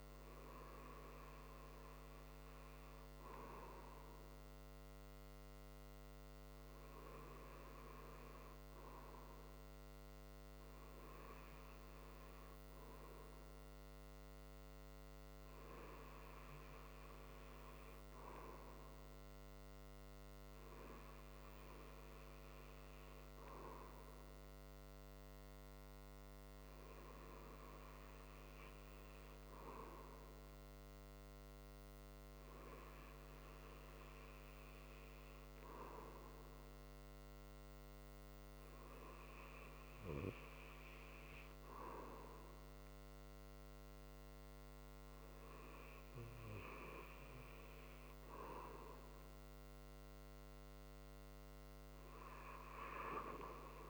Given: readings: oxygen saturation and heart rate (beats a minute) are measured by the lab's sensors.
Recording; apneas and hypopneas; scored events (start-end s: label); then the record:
breathing in sleep by a microphone on the trachea; none
none scored
From the record:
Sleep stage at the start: N2 (light sleep); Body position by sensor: on the right side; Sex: male